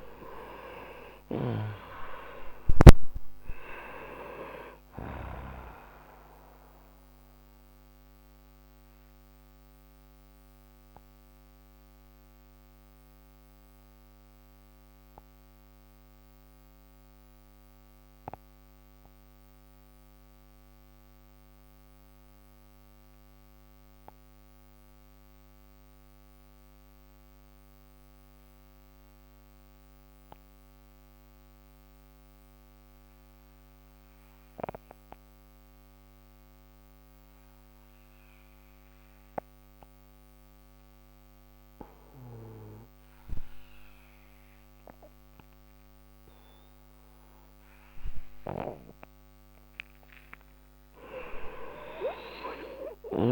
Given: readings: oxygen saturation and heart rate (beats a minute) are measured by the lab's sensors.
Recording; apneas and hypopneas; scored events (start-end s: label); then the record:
breathing in sleep by a microphone on the trachea; 1
0.00-22.50 s: oxygen desaturation (device-marked, oxygen 88% lowest, heart rate 55 extreme)
7.00-43.50 s: mixed apnea (oxygen 97% before, 88% lowest, heart rate 93 before, 40 extreme, up 31 after)
46.50-53.31 s: oxygen desaturation (device-marked, oxygen 97% before, 88% lowest, heart rate 64 before, 40 extreme)
47.50-52.00 s: arousal
From the record:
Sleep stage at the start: N2 (light sleep); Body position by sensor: on the right side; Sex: male